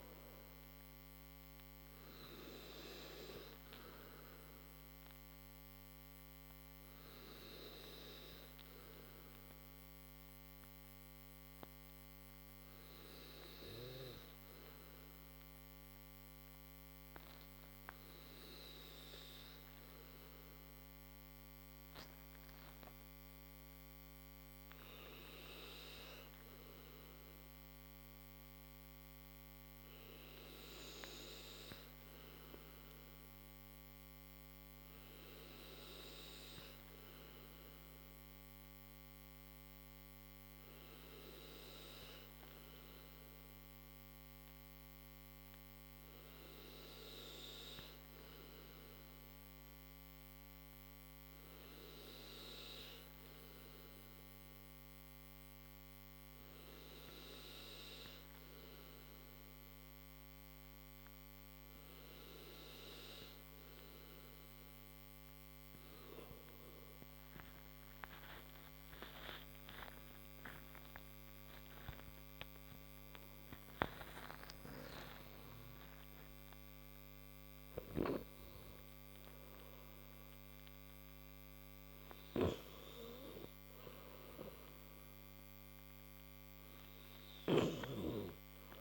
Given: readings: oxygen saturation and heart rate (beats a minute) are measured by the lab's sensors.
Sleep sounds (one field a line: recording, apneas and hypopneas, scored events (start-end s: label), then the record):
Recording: breathing in sleep by a microphone on the trachea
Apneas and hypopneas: 1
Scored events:
0.00-12.50 s: oxygen desaturation (device-marked, oxygen 93% lowest, heart rate 66 extreme)
5.50-65.50 s: obstructive apnea (oxygen 98% before, 93% lowest, heart rate 84 before, 58 extreme, up 40 after)
27.50-28.50 s: oxygen desaturation (device-marked, oxygen 98% before, 96% lowest, heart rate 74 before, 58 extreme)
68.50-74.00 s: arousal
From the record:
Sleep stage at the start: N2 (light sleep)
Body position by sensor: on the right side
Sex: male